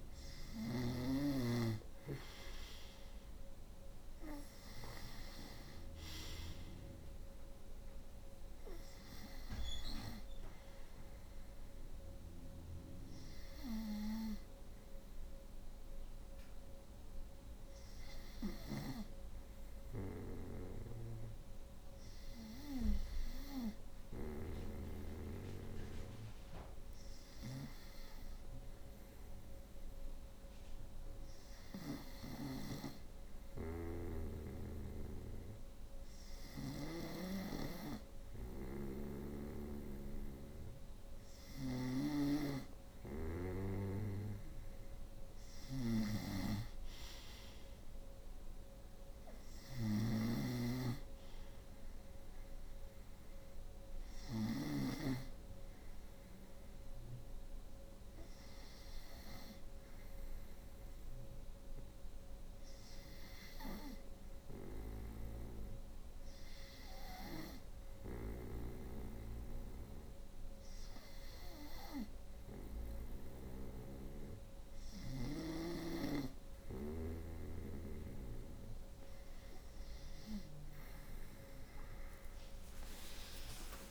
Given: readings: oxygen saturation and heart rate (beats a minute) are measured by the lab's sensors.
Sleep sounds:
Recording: breathing in sleep by a room microphone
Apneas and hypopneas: 2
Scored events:
15.50-36.50 s: hypopnea (oxygen 91% before, 89% lowest, heart rate 70 before, 64 extreme)
17.50-23.50 s: snoring (device-marked)
40.00-44.50 s: arousal
40.50-53.50 s: snoring (device-marked)
60.00-75.00 s: hypopnea (oxygen 92% before, 90% lowest, heart rate 65 before, 66 extreme, up 3 after)
81.50-83.91 s: arousal
From the record:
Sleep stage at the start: N2 (light sleep)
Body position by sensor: on the front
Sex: female

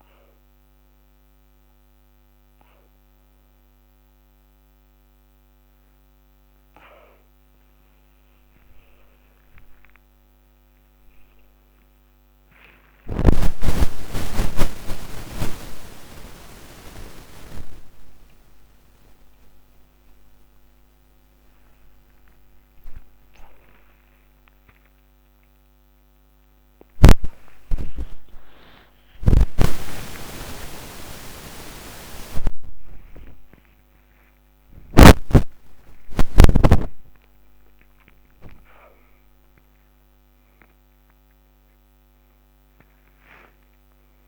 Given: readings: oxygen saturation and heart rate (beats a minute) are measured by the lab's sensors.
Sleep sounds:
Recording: a person awake in a sleep study, by a microphone on the trachea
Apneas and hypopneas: none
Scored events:
24.50-26.50 s: long interval between heartbeats (device-marked, heart rate 109 before, 113 extreme)
33.00-35.00 s: long interval between heartbeats (device-marked, heart rate 107 before, 105 extreme)
36.00-38.00 s: long interval between heartbeats (device-marked, heart rate 108 before, 122 extreme)
38.00-40.00 s: long interval between heartbeats (device-marked, heart rate 109 before, 114 extreme)
From the record:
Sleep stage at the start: awake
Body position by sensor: upright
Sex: male

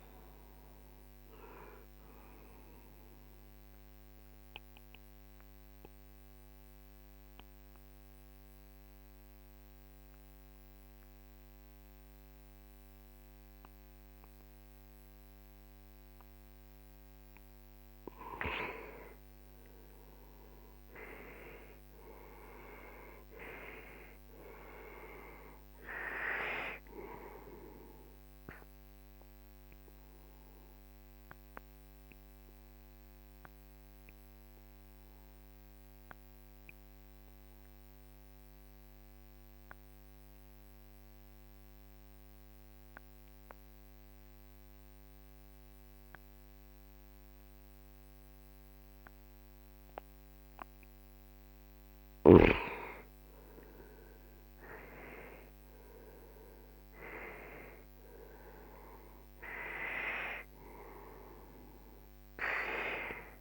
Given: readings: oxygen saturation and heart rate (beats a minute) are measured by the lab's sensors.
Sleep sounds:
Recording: breathing in sleep by a microphone on the trachea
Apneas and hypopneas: 2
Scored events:
0.00-7.00 s: oxygen desaturation (device-marked, oxygen 90% lowest)
4.50-17.50 s: obstructive apnea (oxygen 97% before, 90% lowest, heart rate 52 before, 43 extreme, up 16 after)
19.50-23.00 s: arousal
23.00-41.00 s: oxygen desaturation (device-marked, oxygen 98% before, 92% lowest, heart rate 50 before, 43 extreme)
29.50-51.50 s: obstructive apnea (oxygen 98% before, 91% lowest, heart rate 52 before, 43 extreme, up 17 after)
53.00-57.50 s: arousal
55.00-63.41 s: oxygen desaturation (device-marked, oxygen 97% before, 92% lowest, heart rate 46 before, 44 extreme)
From the record:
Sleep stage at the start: N2 (light sleep)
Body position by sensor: on the right side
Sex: male

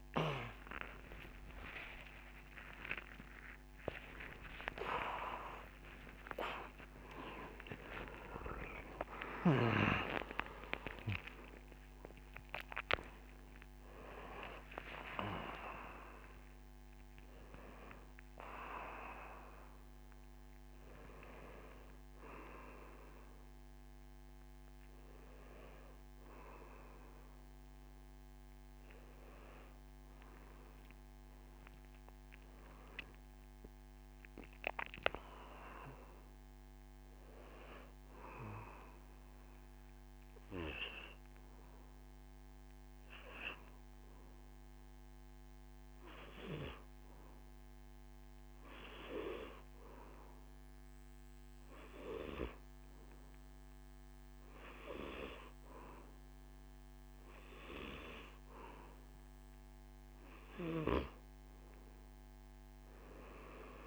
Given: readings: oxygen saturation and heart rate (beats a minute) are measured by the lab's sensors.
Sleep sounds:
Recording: a person partly awake in a sleep study, by a microphone on the trachea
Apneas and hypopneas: 1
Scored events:
0.00-10.00 s: oxygen desaturation (device-marked, oxygen 88% lowest, heart rate 86 extreme)
2.00-32.00 s: new sleep stage, awake
32.00-63.87 s: new sleep stage, N2 (light sleep)
44.50-58.50 s: hypopnea (oxygen 100% before, 94% lowest, heart rate 89 before, 76 extreme, up 4 after)
54.00-63.87 s: oxygen desaturation (device-marked, oxygen 98% before, 94% lowest, heart rate 82 before, 75 extreme)
62.00-63.87 s: arousal
From the record:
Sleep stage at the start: N2 (light sleep)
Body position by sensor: on the back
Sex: male

